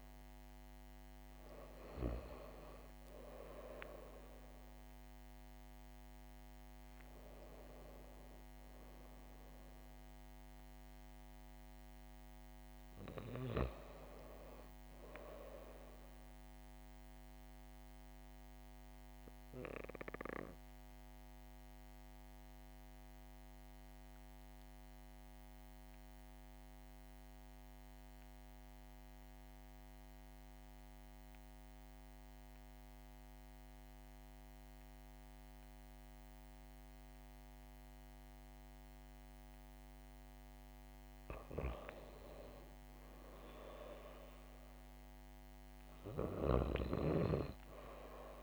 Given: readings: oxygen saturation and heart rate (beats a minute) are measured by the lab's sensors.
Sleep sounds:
breathing in sleep by a microphone on the trachea; 1
0.00-8.00 s: oxygen desaturation (device-marked, oxygen 95% lowest, heart rate 66 extreme)
10.00-48.43 s: new sleep stage, REM sleep
20.50-39.50 s: obstructive apnea (oxygen 97% before, 92% lowest, heart rate 69 before, 65 extreme, up 3 after)
41.00-48.43 s: oxygen desaturation (device-marked, oxygen 99% before, 92% lowest, heart rate 68 before, 65 extreme)
43.50-48.00 s: arousal
From the record:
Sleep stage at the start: N2 (light sleep); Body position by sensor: on the back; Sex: female

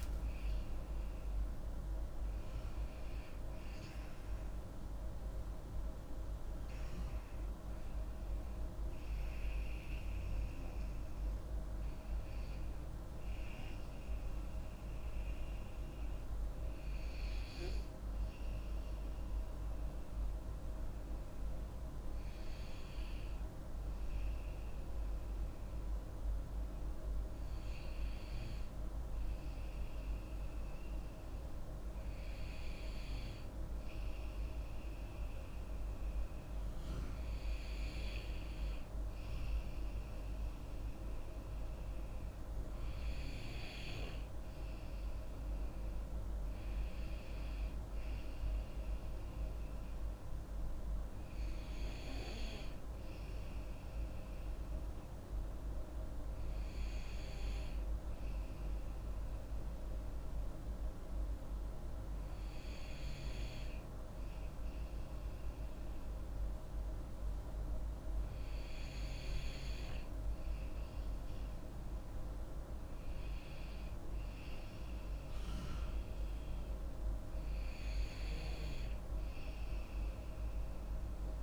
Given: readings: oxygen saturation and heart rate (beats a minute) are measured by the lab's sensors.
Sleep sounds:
breathing in sleep, hard to hear, by a room microphone; 2
0.50-5.50 s: arousal
21.00-37.00 s: hypopnea (oxygen 96% before, 94% lowest)
39.00-41.50 s: arousal
55.50-68.00 s: hypopnea (oxygen 96% before, 94% lowest)
71.00-74.00 s: arousal
From the record:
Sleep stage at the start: N2 (light sleep); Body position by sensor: on the back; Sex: female

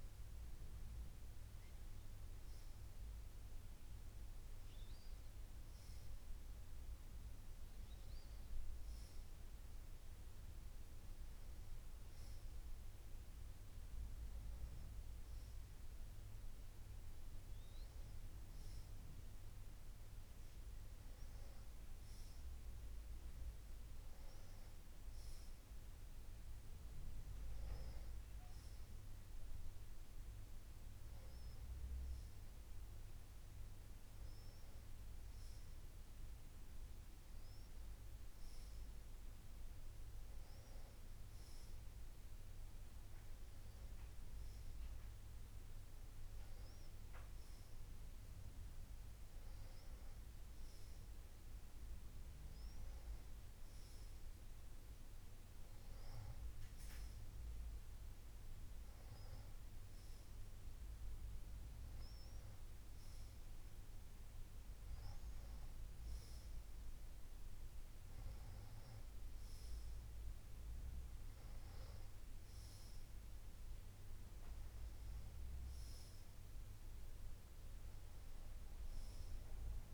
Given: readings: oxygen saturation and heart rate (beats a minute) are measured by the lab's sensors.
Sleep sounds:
breathing in sleep, hard to hear, by a room microphone; none
none scored
From the record:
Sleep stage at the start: N2 (light sleep); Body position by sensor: on the back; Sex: female

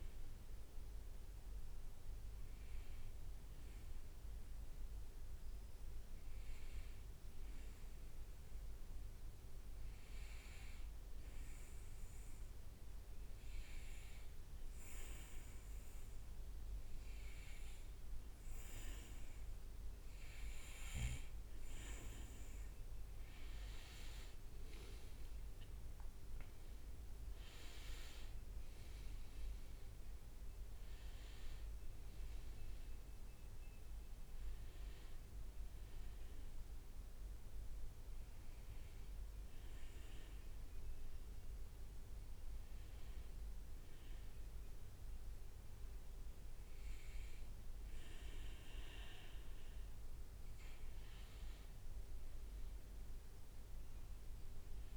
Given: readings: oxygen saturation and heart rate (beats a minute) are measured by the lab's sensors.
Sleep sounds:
breathing in sleep by a room microphone; 2
0.00-6.50 s: oxygen desaturation (device-marked, oxygen 94% lowest, heart rate 62 extreme)
5.50-21.00 s: hypopnea (oxygen 98% before, 94% lowest, heart rate 65 before, 61 extreme, up 9 after)
8.00-9.00 s: leg movement (device-marked)
20.50-43.50 s: oxygen desaturation (device-marked, oxygen 98% before, 94% lowest, heart rate 64 before, 61 extreme)
23.50-28.00 s: arousal
38.50-49.00 s: hypopnea (oxygen 98% before, 93% lowest, heart rate 67 before, 61 extreme, up 6 after)
51.50-54.97 s: arousal
From the record:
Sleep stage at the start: N2 (light sleep); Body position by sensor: on the back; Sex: male

